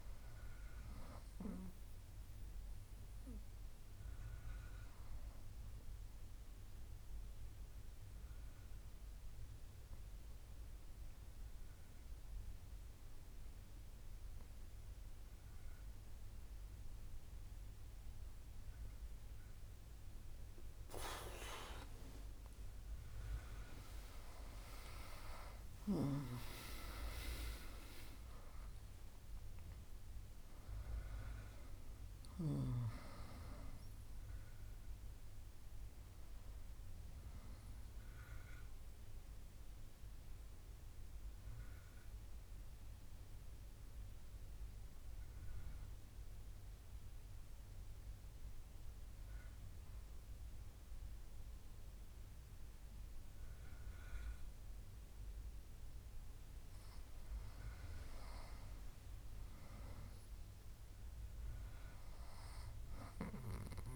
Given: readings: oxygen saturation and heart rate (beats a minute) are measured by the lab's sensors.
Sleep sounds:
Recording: breathing in sleep by a room microphone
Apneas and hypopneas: 2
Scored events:
6.50-22.00 s: obstructive apnea (oxygen 98% before, 95% lowest, heart rate 73 before, 69 extreme, up 9 after)
24.50-29.50 s: arousal
41.00-57.00 s: obstructive apnea (oxygen 97% before, 96% lowest, heart rate 75 before, 67 extreme, up 4 after)
58.50-62.50 s: arousal
From the record:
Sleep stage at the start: N2 (light sleep)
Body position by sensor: on the back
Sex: female

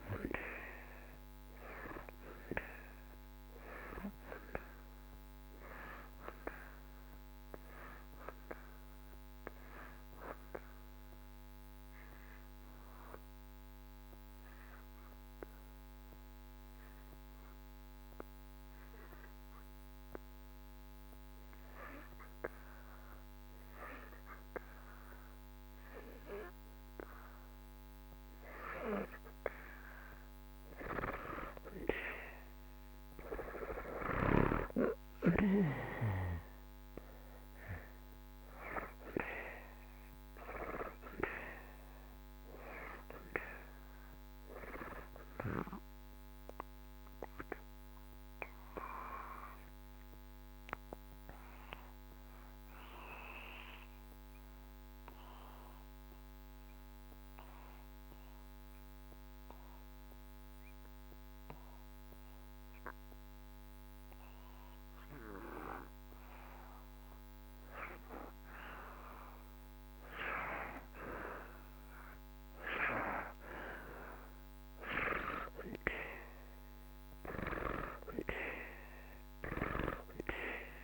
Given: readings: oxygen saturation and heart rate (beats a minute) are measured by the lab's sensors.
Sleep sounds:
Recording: breathing in sleep by a microphone on the trachea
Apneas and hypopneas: 2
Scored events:
0.00-23.50 s: oxygen desaturation (device-marked, oxygen 85% lowest)
11.00-27.00 s: hypopnea (oxygen 92% before, 82% lowest)
28.50-33.00 s: arousal
35.50-66.50 s: oxygen desaturation (device-marked, oxygen 94% before, 82% lowest)
46.00-66.50 s: obstructive apnea (oxygen 94% before, 80% lowest)
70.50-75.00 s: arousal
79.50-80.84 s: oxygen desaturation (device-marked, oxygen 96% before, 80% lowest)
From the record:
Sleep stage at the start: N2 (light sleep)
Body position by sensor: on the back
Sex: male

